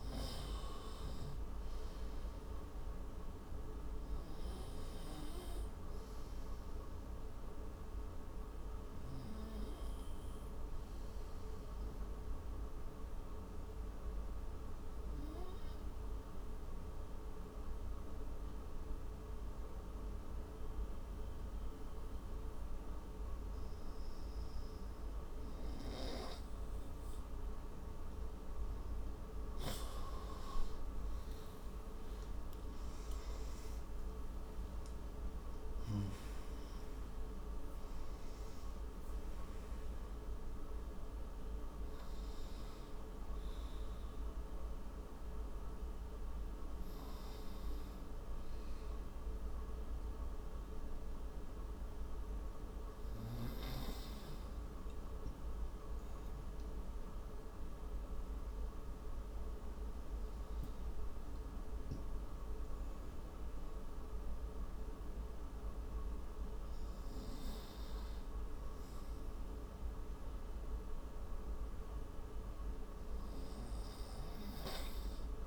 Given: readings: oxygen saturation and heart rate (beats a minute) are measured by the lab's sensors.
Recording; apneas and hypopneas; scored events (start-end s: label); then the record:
a person partly awake in a sleep study, hard to hear, by a room microphone; 1
0.00-1.00 s: arousal
7.00-27.00 s: obstructive apnea (oxygen 99% before, 93% lowest)
14.00-23.00 s: oxygen desaturation (device-marked, oxygen 96% before, 93% lowest)
29.00-38.00 s: oxygen desaturation (device-marked, oxygen 97% before, 94% lowest)
30.00-60.00 s: new sleep stage, awake
60.00-75.47 s: new sleep stage, N2 (light sleep)
From the record:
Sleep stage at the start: N2 (light sleep); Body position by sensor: on the right side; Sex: male